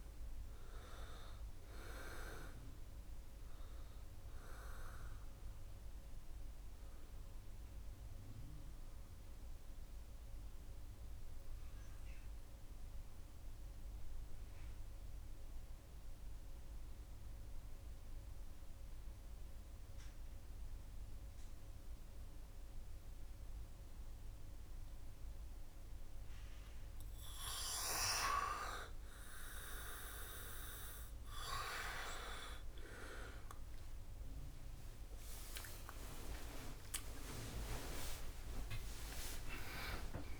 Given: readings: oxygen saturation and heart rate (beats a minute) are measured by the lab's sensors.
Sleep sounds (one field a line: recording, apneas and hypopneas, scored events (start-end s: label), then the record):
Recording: breathing in sleep by a room microphone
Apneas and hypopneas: 1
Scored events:
0.00-21.00 s: oxygen desaturation (device-marked, oxygen 75% lowest, heart rate 66 extreme)
7.50-26.50 s: central apnea (oxygen 100% before, 75% lowest, heart rate 74 before, 66 extreme, up 2 after)
31.00-40.40 s: oxygen desaturation (device-marked, oxygen 100% before, 81% lowest, heart rate 69 before, 65 extreme)
33.00-40.40 s: new sleep stage, awake
From the record:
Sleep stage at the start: N2 (light sleep)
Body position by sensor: on the back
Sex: male